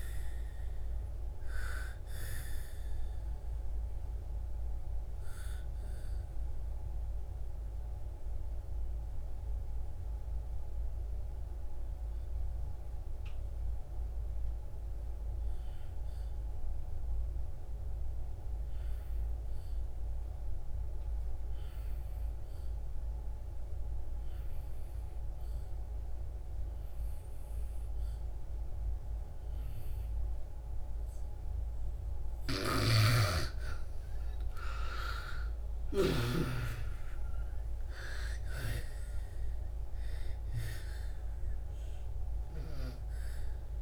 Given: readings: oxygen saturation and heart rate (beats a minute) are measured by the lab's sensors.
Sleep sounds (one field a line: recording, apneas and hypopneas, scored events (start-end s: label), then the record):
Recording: breathing in sleep by a room microphone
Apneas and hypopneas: 1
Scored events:
0.00-19.00 s: oxygen desaturation (device-marked, oxygen 76% lowest, heart rate 57 extreme)
3.50-33.00 s: obstructive apnea (oxygen 98% before, 76% lowest, heart rate 69 before, 54 extreme, up 43 after)
24.00-43.82 s: oxygen desaturation (device-marked, oxygen 98% before, 79% lowest, heart rate 62 before, 54 extreme)
32.50-36.00 s: snoring (device-marked)
34.00-38.00 s: arousal
From the record:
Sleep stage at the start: N2 (light sleep)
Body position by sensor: on the back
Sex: female